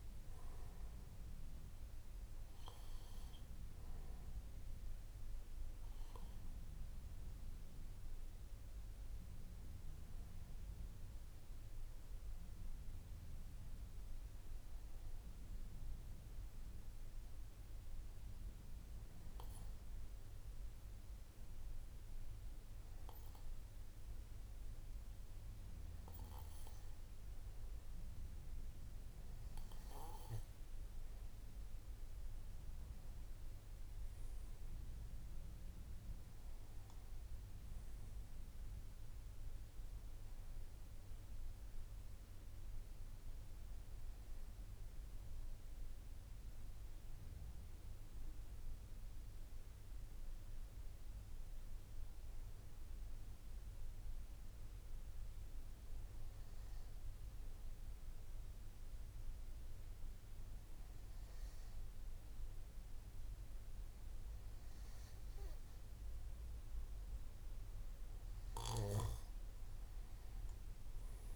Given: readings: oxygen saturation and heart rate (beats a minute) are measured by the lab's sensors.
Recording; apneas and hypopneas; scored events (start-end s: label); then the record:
breathing in sleep, hard to hear, by a room microphone; 2
6.50-22.50 s: hypopnea (oxygen 97% before, 95% lowest, heart rate 57 before, 55 extreme, up 3 after)
43.50-63.50 s: hypopnea (oxygen 96% before, 94% lowest, heart rate 58 before, 54 extreme, up 4 after)
From the record:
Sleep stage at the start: N1 (lightest sleep); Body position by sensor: on the back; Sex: male